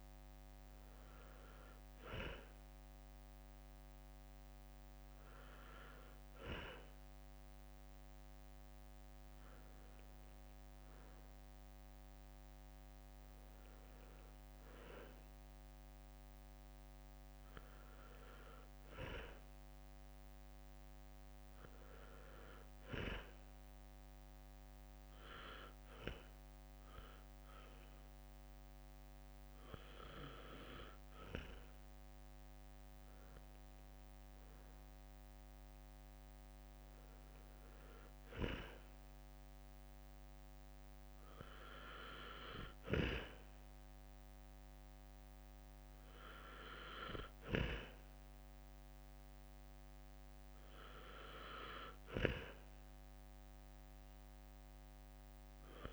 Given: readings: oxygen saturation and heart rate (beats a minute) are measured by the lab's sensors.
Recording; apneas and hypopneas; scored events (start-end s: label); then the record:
breathing in sleep by a microphone on the trachea; none
12.50-16.50 s: arousal
From the record:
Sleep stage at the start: N2 (light sleep); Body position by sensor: on the right side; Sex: male